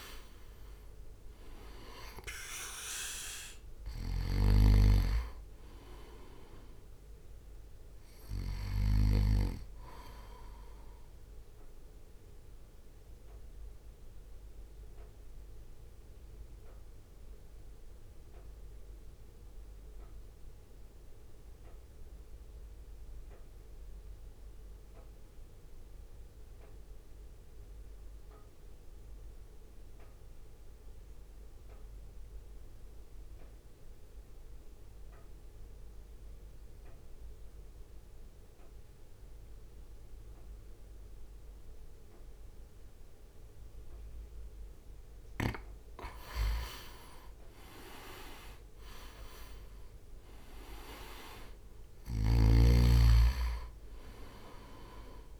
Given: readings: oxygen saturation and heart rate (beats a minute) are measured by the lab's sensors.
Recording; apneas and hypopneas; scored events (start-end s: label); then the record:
breathing in sleep by a room microphone; 1
0.00-1.00 s: arousal
0.00-10.50 s: oxygen desaturation (device-marked, oxygen 90% lowest, heart rate 49 extreme)
0.00-14.50 s: drop in pulse transit time (device-marked, heart rate 49 extreme)
12.00-45.00 s: mixed apnea (oxygen 99% before, 88% lowest, heart rate 56 before, 52 extreme, up 2 after)
19.50-31.50 s: oxygen desaturation (device-marked, oxygen 92% before, 88% lowest, heart rate 53 before, 55 extreme)
44.50-55.40 s: oxygen desaturation (device-marked, oxygen 98% before, 89% lowest, heart rate 62 before, 52 extreme)
49.50-54.00 s: arousal
49.50-55.40 s: drop in pulse transit time (device-marked, heart rate 61 before, 52 extreme)
52.00-55.40 s: snoring (device-marked)
From the record:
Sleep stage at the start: N2 (light sleep); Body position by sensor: on the right side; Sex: male